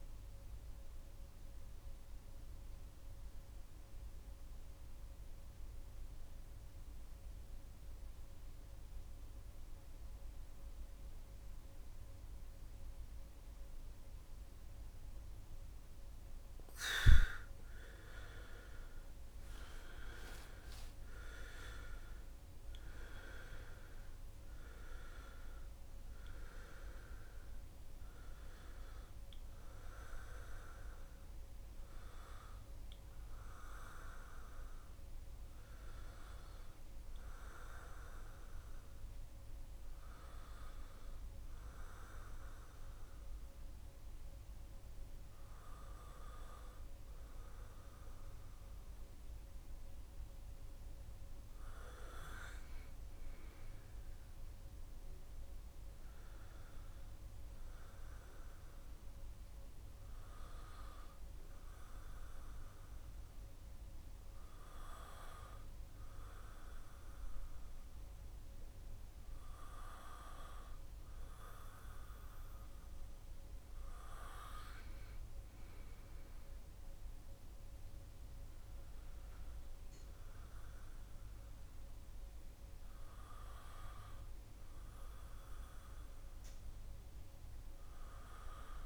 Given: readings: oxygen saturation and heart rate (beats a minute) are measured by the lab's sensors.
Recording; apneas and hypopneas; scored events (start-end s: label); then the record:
breathing in sleep by a room microphone; 3
0.50-16.00 s: central apnea (oxygen 99% before, 91% lowest, heart rate 53 before, 62 extreme, up 5 after)
17.00-21.00 s: arousal
20.00-36.00 s: oxygen desaturation (device-marked, oxygen 99% before, 91% lowest, heart rate 68 before, 64 extreme)
37.50-50.50 s: hypopnea (oxygen 99% before, 92% lowest, heart rate 68 before, 64 extreme, up 1 after)
53.00-56.00 s: arousal
57.00-71.00 s: oxygen desaturation (device-marked, oxygen 98% before, 93% lowest, heart rate 67 before, 66 extreme)
60.00-72.00 s: hypopnea (oxygen 98% before, 92% lowest, heart rate 66 before, 68 extreme, up 6 after)
74.00-78.00 s: arousal
From the record:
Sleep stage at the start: N1 (lightest sleep); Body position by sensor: on the back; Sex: male